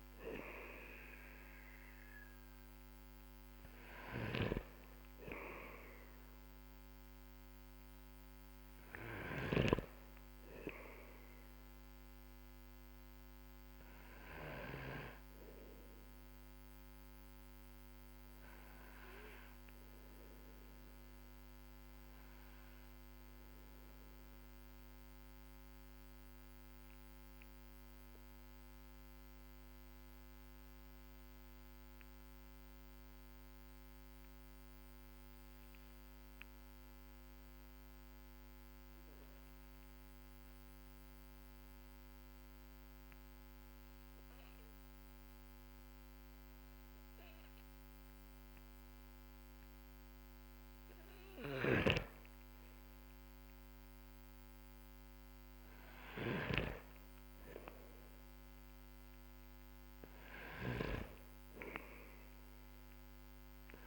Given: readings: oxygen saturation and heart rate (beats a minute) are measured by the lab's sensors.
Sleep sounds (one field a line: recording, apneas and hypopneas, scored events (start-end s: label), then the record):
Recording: breathing in sleep by a microphone on the trachea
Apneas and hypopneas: 1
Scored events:
0.00-4.00 s: arousal
3.50-9.00 s: snoring (device-marked)
10.00-35.00 s: oxygen desaturation (device-marked, oxygen 96% before, 93% lowest, heart rate 53 before, 44 extreme)
13.50-51.50 s: obstructive apnea (oxygen 98% before, 93% lowest, heart rate 52 before, 44 extreme, up 9 after)
52.50-59.00 s: arousal
57.00-63.87 s: oxygen desaturation (device-marked, oxygen 98% before, 93% lowest, heart rate 54 before, 43 extreme)
60.00-63.87 s: snoring (device-marked)
From the record:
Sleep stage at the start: N2 (light sleep)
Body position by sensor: on the back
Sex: male